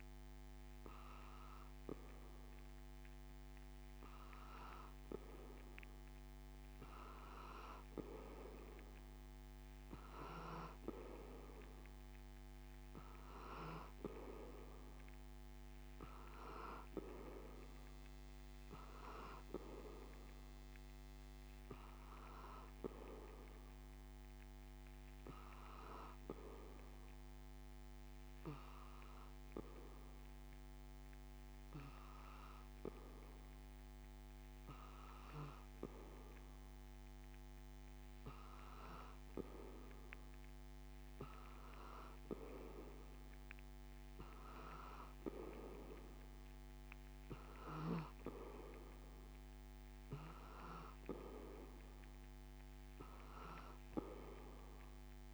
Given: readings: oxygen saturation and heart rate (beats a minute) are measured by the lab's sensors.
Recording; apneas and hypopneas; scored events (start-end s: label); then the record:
breathing in sleep by a microphone on the trachea; none
none scored
From the record:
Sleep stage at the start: N2 (light sleep); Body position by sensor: on the back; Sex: male